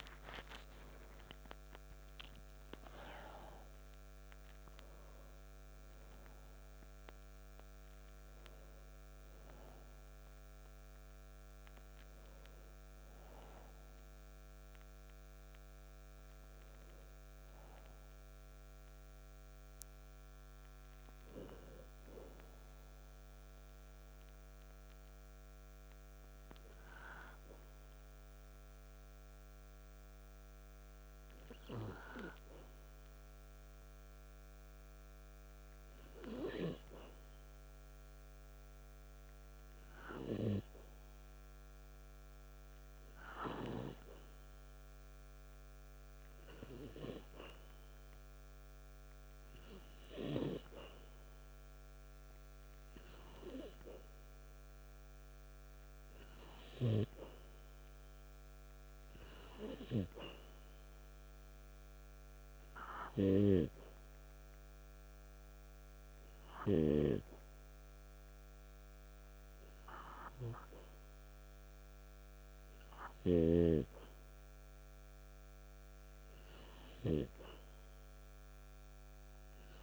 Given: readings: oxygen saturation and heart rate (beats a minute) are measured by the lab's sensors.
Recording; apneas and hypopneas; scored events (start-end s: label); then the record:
breathing in sleep by a microphone on the trachea; none
21.50-30.50 s: oxygen desaturation (device-marked, oxygen 95% before, 89% lowest, heart rate 62 before, 58 extreme)
25.50-79.83 s: new sleep stage, N2 (light sleep)
53.50-71.50 s: oxygen desaturation (device-marked, oxygen 98% before, 93% lowest, heart rate 58 before, 58 extreme)
From the record:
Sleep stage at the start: N1 (lightest sleep); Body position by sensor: on the back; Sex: male